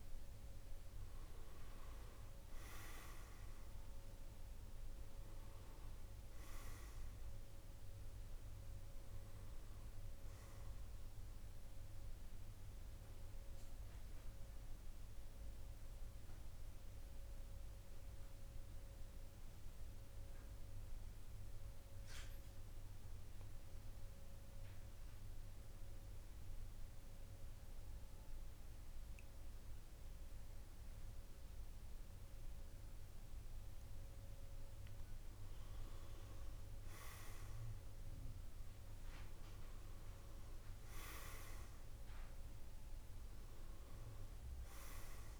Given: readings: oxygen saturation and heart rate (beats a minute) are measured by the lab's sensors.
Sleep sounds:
breathing in sleep by a room microphone; 1
0.00-1.50 s: arousal
0.00-20.00 s: oxygen desaturation (device-marked, oxygen 100% before, 91% lowest, heart rate 48 before, 45 extreme)
13.00-34.50 s: mixed apnea (oxygen 100% before, 91% lowest, heart rate 54 before, 46 extreme, up 6 after)
34.00-45.40 s: oxygen desaturation (device-marked, oxygen 99% before, 93% lowest, heart rate 48 before, 48 extreme)
38.00-43.00 s: arousal
From the record:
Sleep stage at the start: N2 (light sleep); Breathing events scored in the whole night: 258 in 4.9 hours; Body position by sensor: on the back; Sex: male

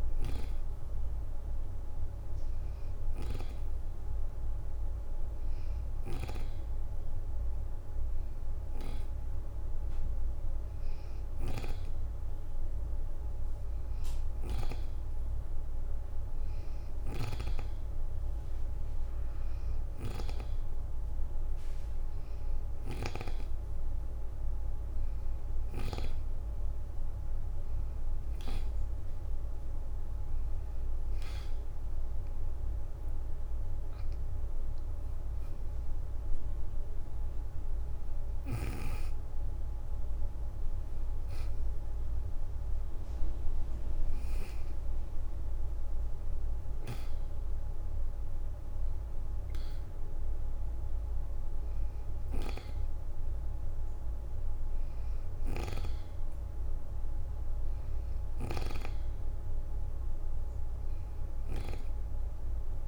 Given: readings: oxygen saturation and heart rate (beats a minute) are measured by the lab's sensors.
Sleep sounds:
breathing in sleep by a room microphone; 1
0.00-1.00 s: oxygen desaturation (device-marked, oxygen 88% lowest, heart rate 35 extreme)
12.00-13.50 s: leg movement (device-marked)
17.00-18.50 s: leg movement (device-marked)
43.50-54.50 s: hypopnea (oxygen 91% before, 86% lowest, heart rate 64 before, 35 extreme, up 24 after)
56.50-60.00 s: arousal
From the record:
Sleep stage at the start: N2 (light sleep); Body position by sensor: on the back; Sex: female

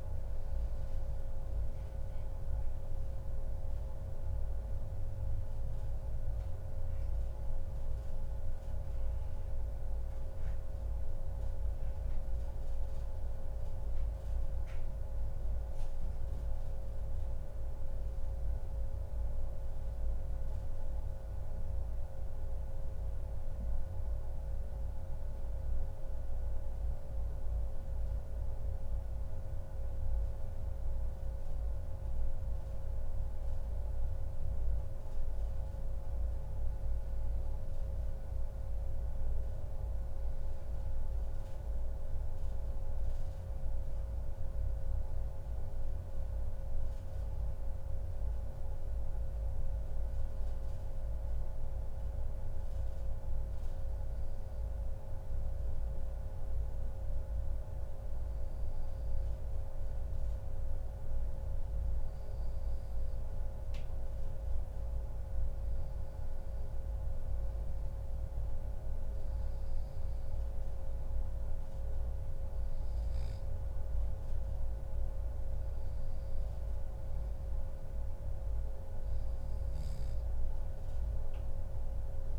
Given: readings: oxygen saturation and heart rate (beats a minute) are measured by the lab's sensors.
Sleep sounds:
breathing in sleep, hard to hear, by a room microphone; 1
26.50-82.39 s: new sleep stage, N2 (light sleep)
35.50-39.50 s: arousal
49.50-61.00 s: hypopnea (oxygen 97% before, 94% lowest, heart rate 135 before, 129 extreme, up 36 after)
65.50-70.50 s: arousal
From the record:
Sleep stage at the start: N1 (lightest sleep); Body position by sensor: on the back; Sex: male

